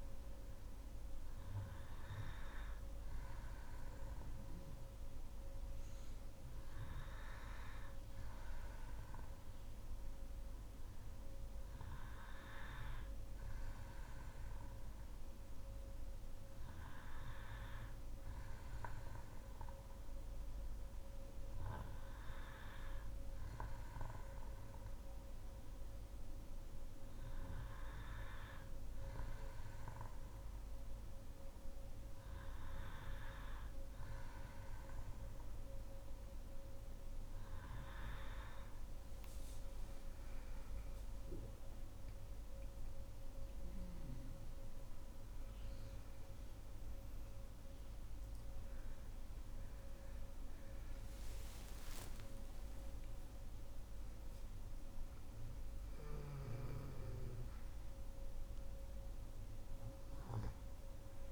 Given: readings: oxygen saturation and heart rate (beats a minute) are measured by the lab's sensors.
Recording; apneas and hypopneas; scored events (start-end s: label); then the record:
a person partly awake in a sleep study, hard to hear, by a room microphone; none
33.00-61.32 s: new sleep stage, awake
From the record:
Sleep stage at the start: N2 (light sleep); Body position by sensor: on the back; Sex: female